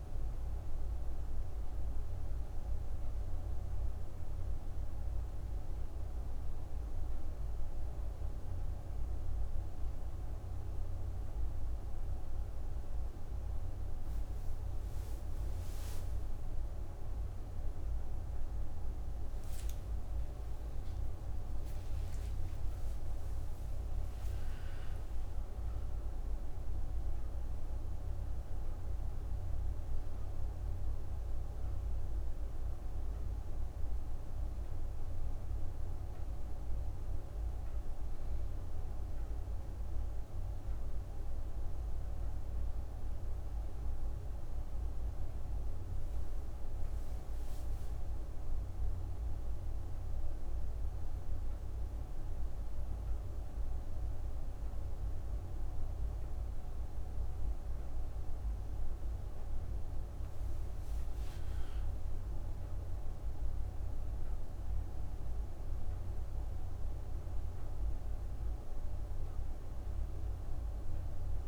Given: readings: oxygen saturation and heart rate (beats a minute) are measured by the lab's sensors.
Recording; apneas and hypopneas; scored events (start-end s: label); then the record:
breathing in sleep, hard to hear, by a room microphone; 2
0.00-3.00 s: oxygen desaturation (device-marked, oxygen 94% lowest)
3.00-14.50 s: obstructive apnea (oxygen 97% before, 94% lowest)
16.00-22.50 s: arousal
35.50-59.50 s: obstructive apnea (oxygen 98% before, 92% lowest)
60.50-65.50 s: arousal
62.00-71.48 s: oxygen desaturation (device-marked, oxygen 99% before, 94% lowest)
From the record:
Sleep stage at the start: N2 (light sleep); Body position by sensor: on the right side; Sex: female